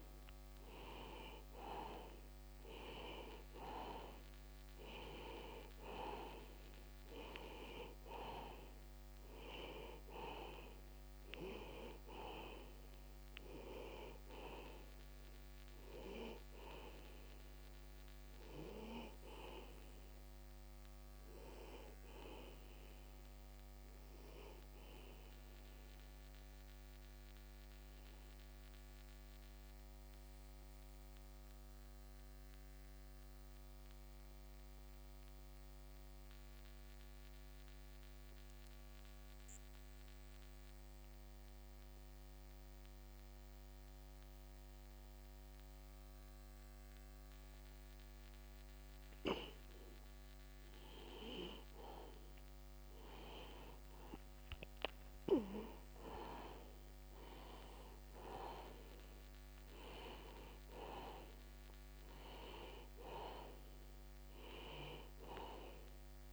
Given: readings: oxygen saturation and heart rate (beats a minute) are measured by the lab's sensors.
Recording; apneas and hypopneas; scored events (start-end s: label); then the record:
breathing in sleep by a microphone on the trachea; 1
0.00-3.00 s: arousal
3.00-35.00 s: oxygen desaturation (device-marked, oxygen 96% before, 86% lowest, heart rate 57 before, 36 extreme)
27.00-50.00 s: mixed apnea (oxygen 95% before, 87% lowest)
52.00-55.50 s: arousal
53.00-66.32 s: oxygen desaturation (device-marked, oxygen 97% before, 87% lowest)
From the record:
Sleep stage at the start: N2 (light sleep); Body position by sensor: on the back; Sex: male